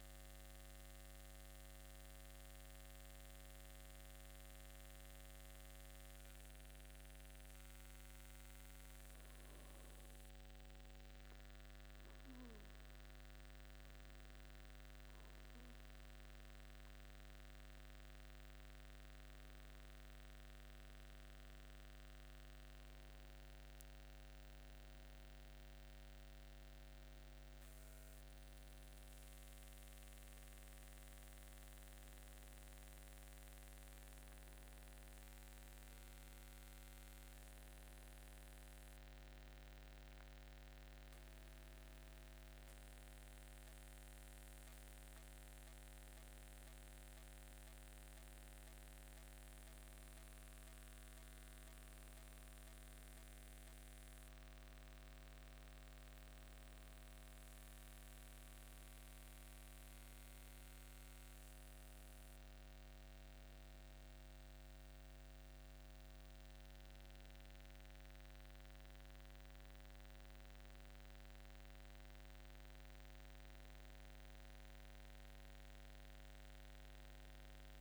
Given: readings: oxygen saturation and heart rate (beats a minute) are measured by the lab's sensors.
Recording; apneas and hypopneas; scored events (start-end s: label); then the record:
breathing in sleep, hard to hear, by a microphone on the trachea; none
19.50-23.50 s: arousal
From the record:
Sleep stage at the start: N2 (light sleep); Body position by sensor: upright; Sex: male